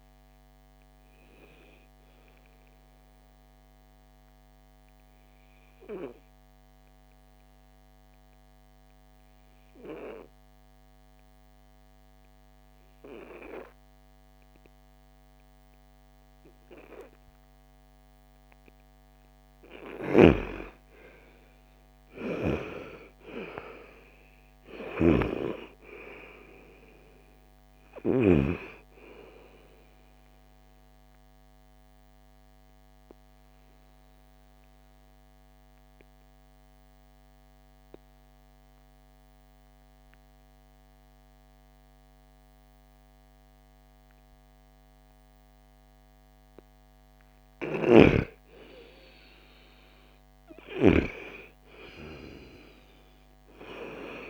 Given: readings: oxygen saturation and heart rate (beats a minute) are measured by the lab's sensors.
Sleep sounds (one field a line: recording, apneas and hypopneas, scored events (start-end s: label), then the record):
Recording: breathing in sleep by a microphone on the trachea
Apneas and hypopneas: 2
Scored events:
0.00-4.00 s: oxygen desaturation (device-marked, oxygen 91% lowest, heart rate 56 extreme)
4.00-19.00 s: obstructive apnea (oxygen 98% before, 86% lowest, heart rate 63 before, 47 extreme, up 12 after)
19.00-43.00 s: oxygen desaturation (device-marked, oxygen 98% before, 86% lowest, heart rate 58 before, 46 extreme)
20.00-24.00 s: arousal
32.50-46.50 s: obstructive apnea (oxygen 98% before, 86% lowest, heart rate 62 before, 46 extreme, up 19 after)
47.50-51.00 s: snoring (device-marked)
48.00-51.50 s: arousal
From the record:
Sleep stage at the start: N2 (light sleep)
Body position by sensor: on the right side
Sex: female